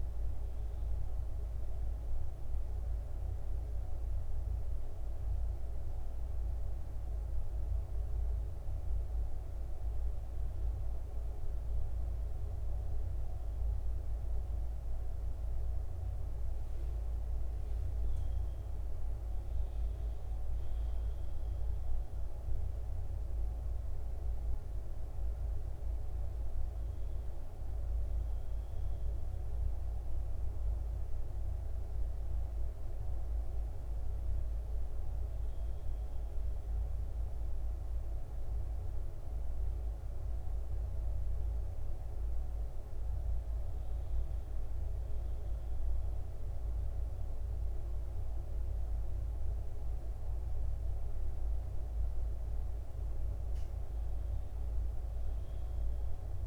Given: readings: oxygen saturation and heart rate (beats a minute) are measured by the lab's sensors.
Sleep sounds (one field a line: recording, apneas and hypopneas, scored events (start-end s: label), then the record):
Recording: breathing in sleep, hard to hear, by a room microphone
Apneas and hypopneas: none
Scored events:
17.00-21.00 s: arousal
44.00-56.47 s: new sleep stage, N2 (light sleep)
From the record:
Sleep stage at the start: N1 (lightest sleep)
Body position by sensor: on the back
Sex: male